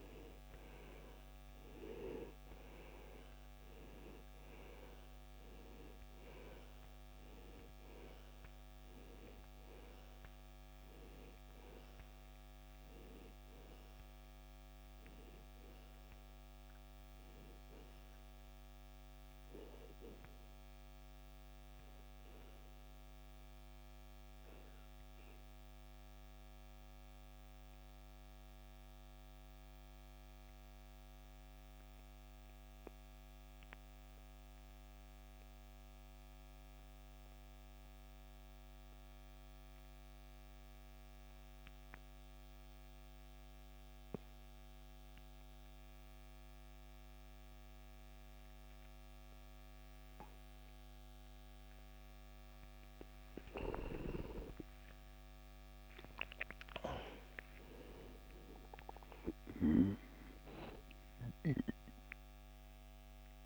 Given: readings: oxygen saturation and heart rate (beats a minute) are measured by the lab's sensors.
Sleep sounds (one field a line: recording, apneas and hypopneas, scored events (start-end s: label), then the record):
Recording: breathing in sleep by a microphone on the trachea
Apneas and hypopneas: 1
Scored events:
8.00-38.00 s: oxygen desaturation (device-marked, oxygen 96% before, 81% lowest, heart rate 63 before, 43 extreme)
21.00-52.00 s: obstructive apnea (oxygen 97% before, 81% lowest, heart rate 77 before, 43 extreme, up 20 after)
53.50-58.00 s: arousal
61.00-63.46 s: oxygen desaturation (device-marked, oxygen 96% before, 82% lowest, heart rate 56 before, 45 extreme)
From the record:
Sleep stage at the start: N2 (light sleep)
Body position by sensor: on the back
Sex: male